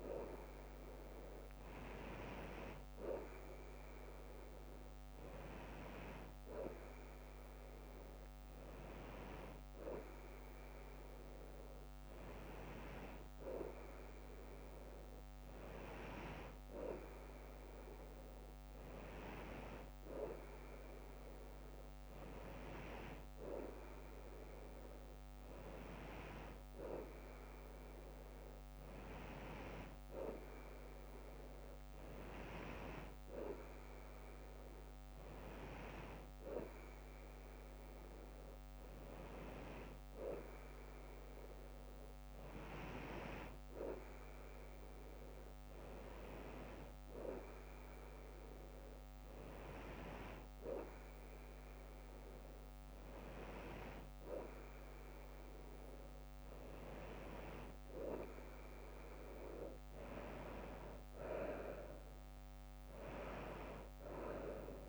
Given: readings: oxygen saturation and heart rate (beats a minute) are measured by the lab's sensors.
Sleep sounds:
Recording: breathing in sleep by a microphone on the trachea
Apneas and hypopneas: none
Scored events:
54.50-56.50 s: long interval between heartbeats (device-marked, heart rate 61 before, 63 extreme)
63.50-64.89 s: new sleep stage, N2 (light sleep)
From the record:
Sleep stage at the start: N3 (deep sleep)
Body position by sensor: on the front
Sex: female

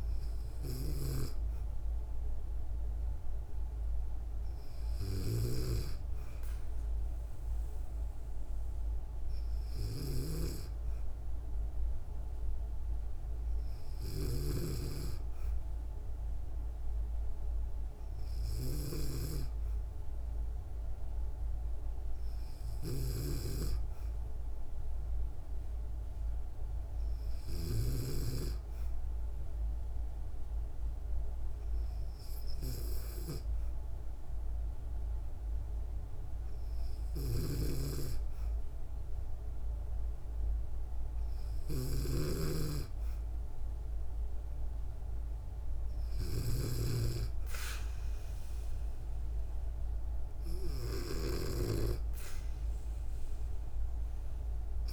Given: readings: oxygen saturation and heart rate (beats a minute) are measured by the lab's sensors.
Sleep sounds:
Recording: breathing in sleep by a room microphone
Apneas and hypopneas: none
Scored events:
0.00-5.00 s: snoring (device-marked)
13.50-18.50 s: snoring (device-marked)
36.50-51.00 s: snoring (device-marked)
From the record:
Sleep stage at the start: N2 (light sleep)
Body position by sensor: on the back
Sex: female

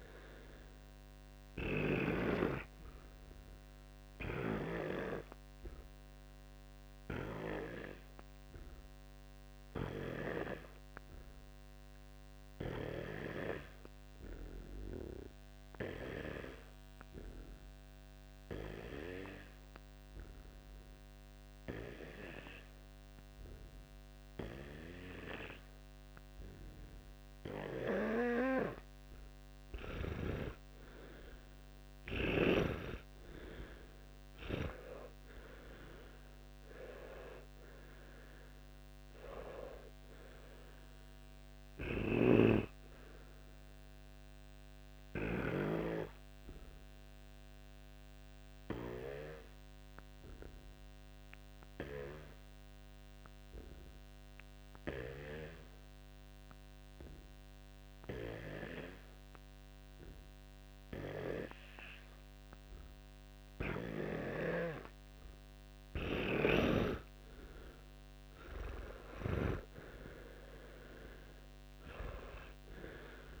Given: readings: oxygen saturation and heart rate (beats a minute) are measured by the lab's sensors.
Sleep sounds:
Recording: breathing in sleep by a microphone on the trachea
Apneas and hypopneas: 2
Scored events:
1.00-24.00 s: oxygen desaturation (device-marked, oxygen 99% before, 93% lowest, heart rate 56 before, 60 extreme)
5.00-29.00 s: obstructive apnea (oxygen 99% before, 93% lowest, heart rate 54 before, 65 extreme, up 20 after)
32.00-36.50 s: arousal
39.00-51.00 s: oxygen desaturation (device-marked, oxygen 98% before, 93% lowest, heart rate 75 before, 59 extreme)
42.00-45.50 s: snoring (device-marked)
44.00-66.00 s: obstructive apnea (oxygen 99% before, 92% lowest, heart rate 77 before, 59 extreme, up 11 after)
68.00-72.50 s: arousal
From the record:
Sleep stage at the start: N2 (light sleep)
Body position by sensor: on the back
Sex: male

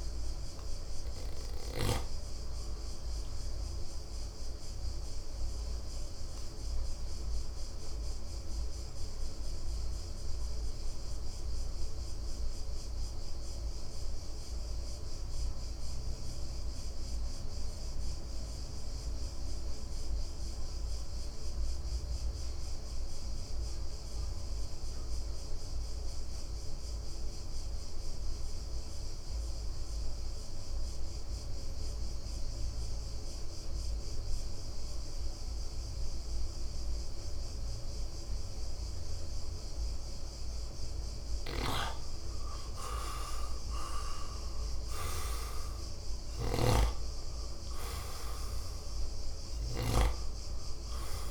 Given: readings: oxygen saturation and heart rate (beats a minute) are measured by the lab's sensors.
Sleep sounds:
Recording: breathing in sleep by a room microphone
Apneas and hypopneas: 1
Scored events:
0.00-17.50 s: oxygen desaturation (device-marked, oxygen 86% lowest, heart rate 58 extreme)
3.00-42.00 s: mixed apnea (oxygen 96% before, 84% lowest, heart rate 63 before, 56 extreme, up 8 after)
26.50-51.31 s: oxygen desaturation (device-marked, oxygen 99% before, 84% lowest, heart rate 59 before, 56 extreme)
41.50-45.50 s: snoring (device-marked)
45.00-49.50 s: arousal
From the record:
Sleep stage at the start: N2 (light sleep)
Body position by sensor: on the right side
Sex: male

